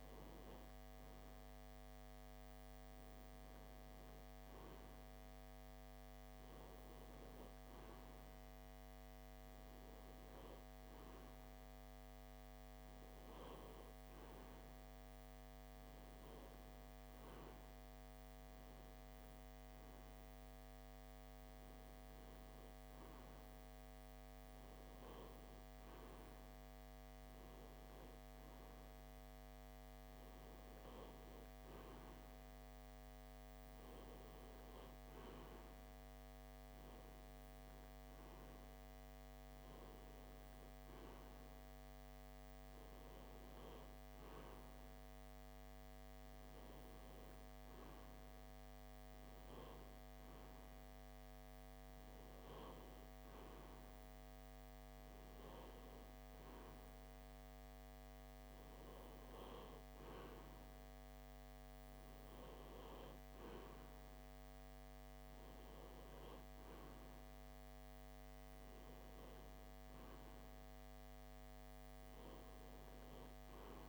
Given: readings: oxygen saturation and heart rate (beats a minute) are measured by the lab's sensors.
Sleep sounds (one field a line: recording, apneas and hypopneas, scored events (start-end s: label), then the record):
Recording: breathing in sleep, hard to hear, by a microphone on the trachea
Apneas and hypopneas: none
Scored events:
none scored
From the record:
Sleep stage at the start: N3 (deep sleep)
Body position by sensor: on the left side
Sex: male